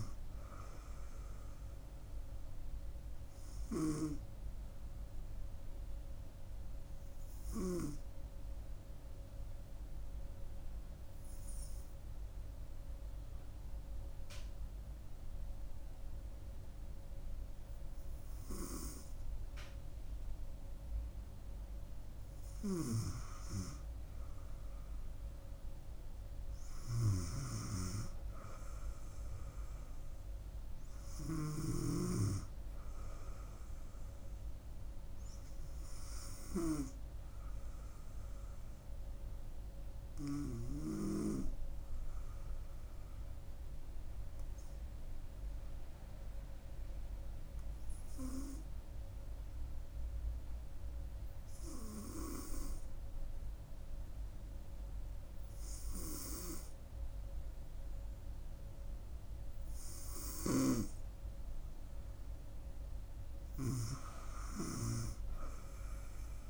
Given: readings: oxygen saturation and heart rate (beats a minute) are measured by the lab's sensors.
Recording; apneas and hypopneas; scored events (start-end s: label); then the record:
breathing in sleep by a room microphone; 2
5.00-22.00 s: hypopnea (oxygen 98% before, 94% lowest, heart rate 70 before, 65 extreme, up 5 after)
27.50-31.50 s: arousal
41.00-61.00 s: hypopnea (oxygen 97% before, 94% lowest, heart rate 69 before, 66 extreme, up 3 after)
63.50-66.50 s: arousal
From the record:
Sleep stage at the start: N2 (light sleep); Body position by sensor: on the front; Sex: female